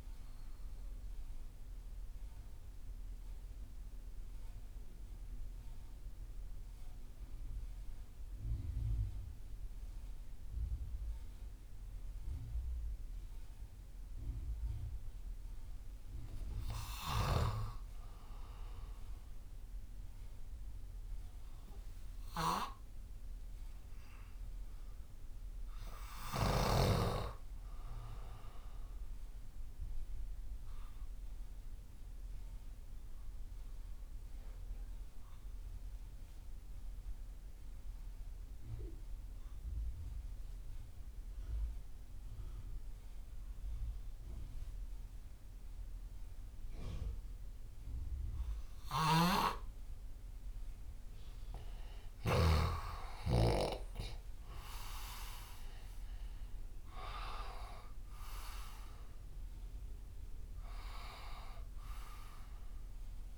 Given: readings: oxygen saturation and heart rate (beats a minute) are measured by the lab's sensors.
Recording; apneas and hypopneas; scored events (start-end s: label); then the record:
breathing in sleep by a room microphone; 2
1.00-14.50 s: hypopnea (oxygen 98% before, 91% lowest)
17.50-22.00 s: arousal
18.00-34.00 s: oxygen desaturation (device-marked, oxygen 98% before, 94% lowest)
32.50-49.50 s: obstructive apnea (oxygen 99% before, 90% lowest)
48.50-52.00 s: snoring (device-marked)
52.00-55.50 s: arousal
52.00-63.38 s: oxygen desaturation (device-marked, oxygen 97% before, 91% lowest)
From the record:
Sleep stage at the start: REM sleep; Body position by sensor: on the left side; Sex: male